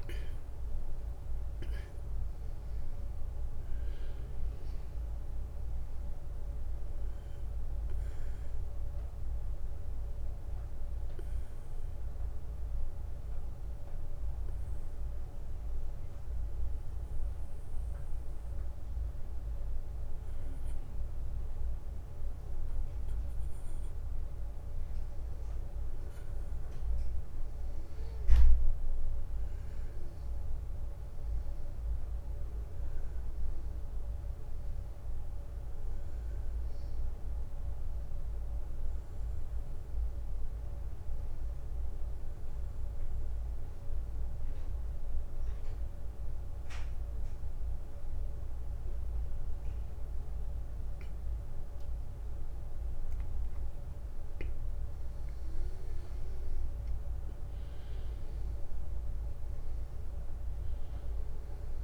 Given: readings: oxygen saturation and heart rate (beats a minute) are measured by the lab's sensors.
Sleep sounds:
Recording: breathing in sleep, hard to hear, by a room microphone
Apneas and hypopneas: 2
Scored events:
10.50-61.84 s: new sleep stage, N2 (light sleep)
12.00-23.00 s: obstructive apnea (oxygen 97% before, 93% lowest, heart rate 67 before, 61 extreme, up 3 after)
26.50-30.00 s: arousal
31.50-50.50 s: oxygen desaturation (device-marked, oxygen 97% before, 93% lowest, heart rate 63 before, 60 extreme)
43.00-55.00 s: obstructive apnea (oxygen 97% before, 93% lowest, heart rate 64 before, 60 extreme, up 10 after)
56.50-60.50 s: arousal
From the record:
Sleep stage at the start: N1 (lightest sleep)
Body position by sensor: on the back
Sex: male

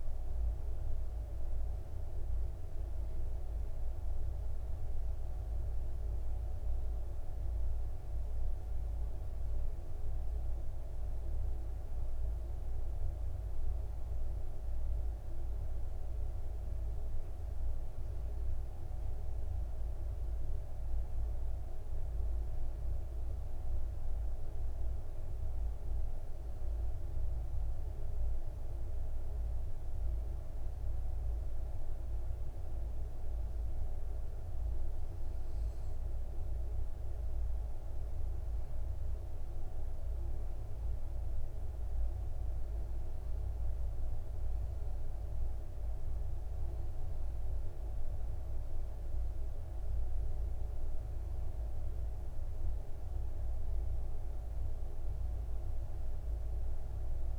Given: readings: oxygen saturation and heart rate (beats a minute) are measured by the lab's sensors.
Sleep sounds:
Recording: breathing in sleep, hard to hear, by a room microphone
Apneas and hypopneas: none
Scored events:
45.50-57.39 s: new sleep stage, N2 (light sleep)
From the record:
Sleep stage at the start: N1 (lightest sleep)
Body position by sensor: on the back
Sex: male

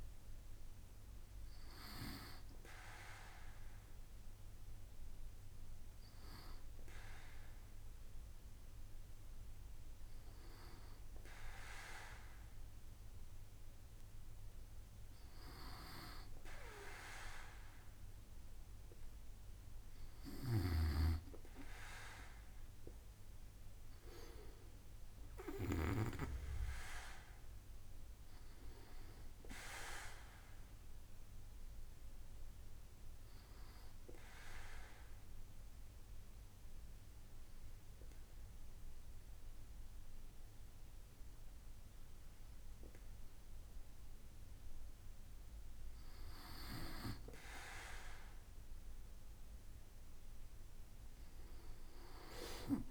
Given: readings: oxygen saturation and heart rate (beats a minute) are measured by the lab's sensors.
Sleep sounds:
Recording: breathing in sleep by a room microphone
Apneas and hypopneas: 1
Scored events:
20.00-25.50 s: snoring (device-marked)
34.00-46.00 s: obstructive apnea (oxygen 95% before, 94% lowest, heart rate 70 before, 66 extreme, up 4 after)
From the record:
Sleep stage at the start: N2 (light sleep)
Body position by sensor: on the back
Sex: male

